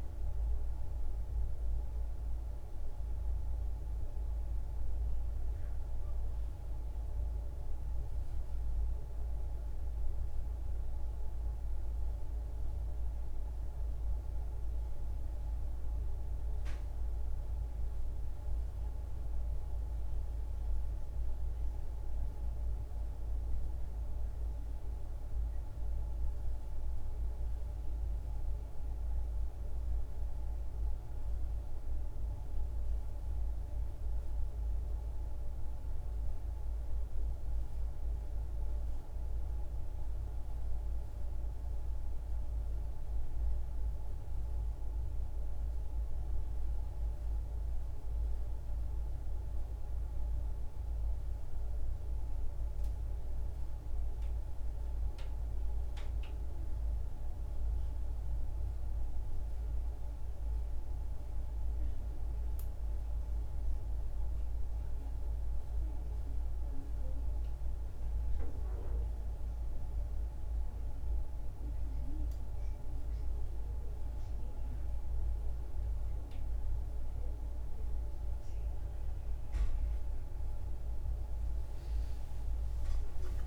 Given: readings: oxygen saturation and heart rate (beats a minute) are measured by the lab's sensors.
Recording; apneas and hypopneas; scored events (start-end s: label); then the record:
breathing in sleep, hard to hear, by a room microphone; none
82.00-83.47 s: arousal
From the record:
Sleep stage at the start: N1 (lightest sleep); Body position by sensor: on the back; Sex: female